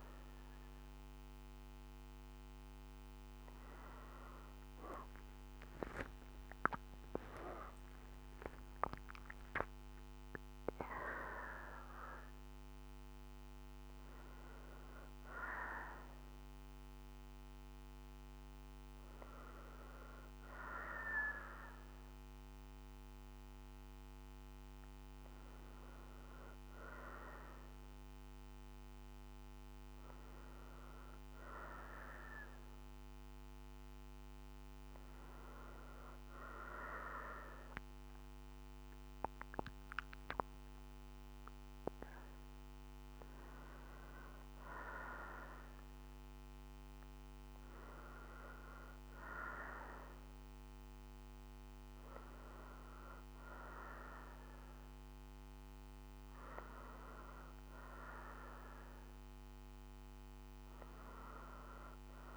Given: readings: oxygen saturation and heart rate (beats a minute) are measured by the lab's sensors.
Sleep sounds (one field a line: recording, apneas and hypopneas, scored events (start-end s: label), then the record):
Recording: breathing in sleep by a microphone on the trachea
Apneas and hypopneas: none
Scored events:
6.00-10.00 s: arousal
From the record:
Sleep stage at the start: N2 (light sleep)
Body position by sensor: on the right side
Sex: female